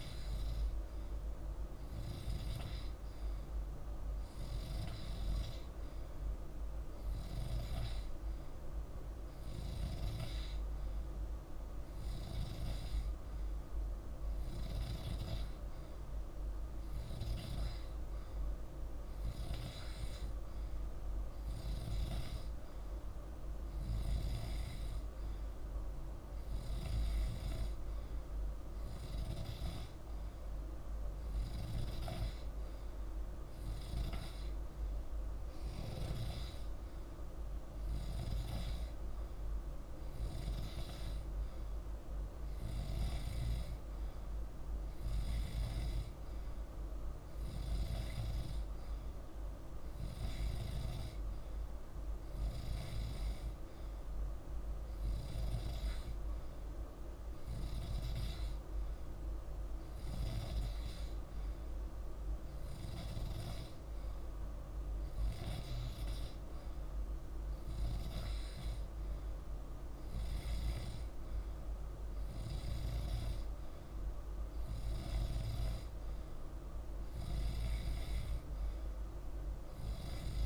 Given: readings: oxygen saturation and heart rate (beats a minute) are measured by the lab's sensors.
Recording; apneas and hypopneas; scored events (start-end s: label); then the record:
breathing in sleep, hard to hear, by a room microphone; none
none scored
From the record:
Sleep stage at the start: N2 (light sleep); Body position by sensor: on the back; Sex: male